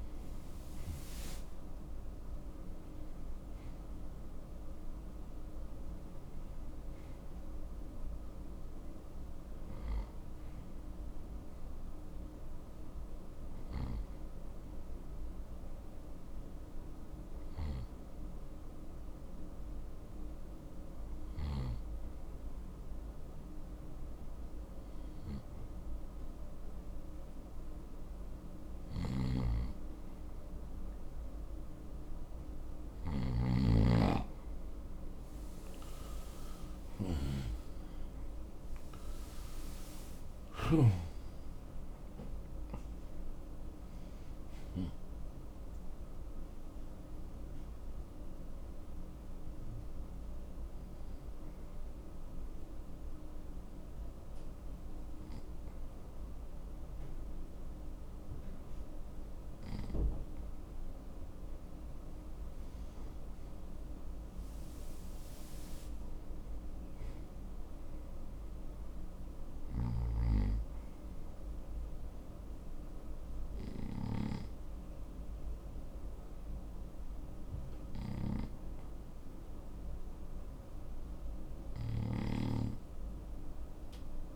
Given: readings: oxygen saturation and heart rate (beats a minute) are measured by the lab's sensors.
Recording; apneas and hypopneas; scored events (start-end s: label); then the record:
breathing in sleep by a room microphone; none
3.00-84.36 s: new sleep stage, N2 (light sleep)
35.50-41.00 s: arousal
From the record:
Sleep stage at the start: N1 (lightest sleep); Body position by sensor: on the right side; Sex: male